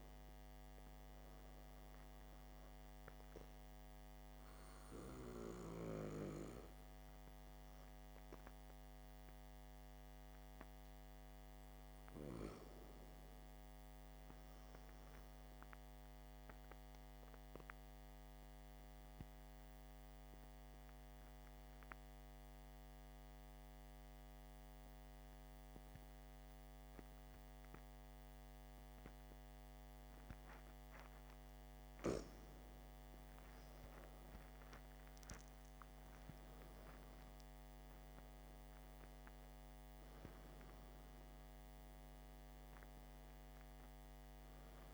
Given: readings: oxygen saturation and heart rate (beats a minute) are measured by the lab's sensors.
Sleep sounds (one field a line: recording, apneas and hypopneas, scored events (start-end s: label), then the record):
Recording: breathing in sleep by a microphone on the trachea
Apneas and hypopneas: 1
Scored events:
17.50-30.50 s: obstructive apnea (oxygen 96% before, 94% lowest, heart rate 57 before, 52 extreme, up 15 after)
33.00-37.00 s: arousal
From the record:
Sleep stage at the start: N2 (light sleep)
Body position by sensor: on the back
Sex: male